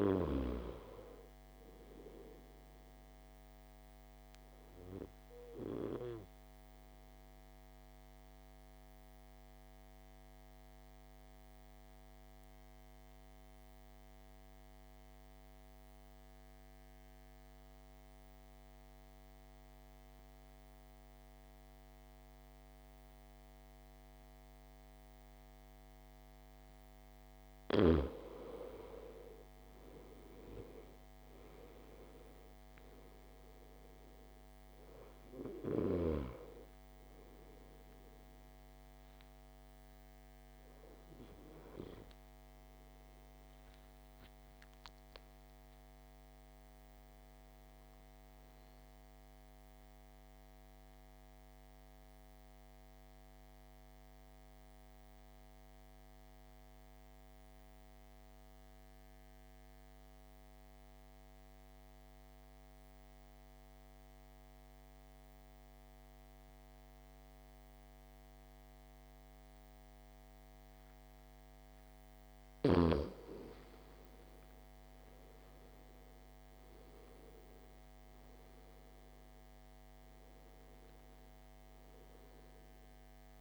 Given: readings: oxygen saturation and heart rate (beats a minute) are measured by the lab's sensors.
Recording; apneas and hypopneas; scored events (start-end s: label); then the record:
breathing in sleep by a microphone on the trachea; 2
5.50-28.50 s: mixed apnea (oxygen 99% before, 83% lowest, heart rate 54 before, 50 extreme, up 12 after)
12.50-26.50 s: oxygen desaturation (device-marked, oxygen 98% before, 91% lowest, heart rate 54 before, 52 extreme)
28.50-64.50 s: oxygen desaturation (device-marked, oxygen 98% before, 83% lowest, heart rate 53 before, 54 extreme)
29.50-34.00 s: arousal
49.50-73.00 s: central apnea (oxygen 98% before, 83% lowest, heart rate 61 before, 53 extreme, up 12 after)
73.50-83.41 s: oxygen desaturation (device-marked, oxygen 100% before, 83% lowest, heart rate 55 before, 52 extreme)
75.50-79.50 s: arousal
From the record:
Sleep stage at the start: N2 (light sleep); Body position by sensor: on the back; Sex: male